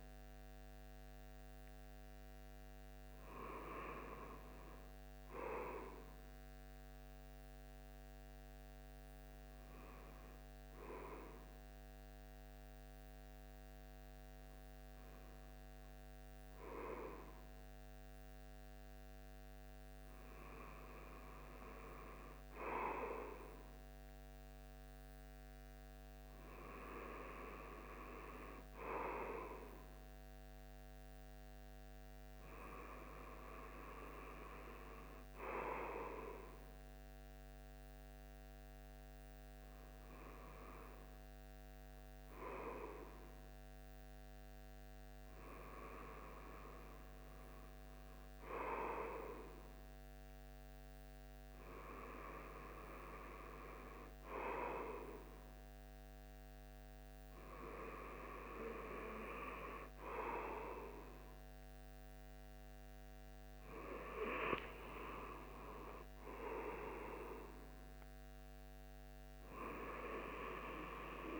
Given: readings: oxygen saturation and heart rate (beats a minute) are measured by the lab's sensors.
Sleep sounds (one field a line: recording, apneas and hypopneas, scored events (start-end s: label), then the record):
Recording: breathing in sleep by a microphone on the trachea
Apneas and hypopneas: none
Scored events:
none scored
From the record:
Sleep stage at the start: REM sleep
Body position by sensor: on the right side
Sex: male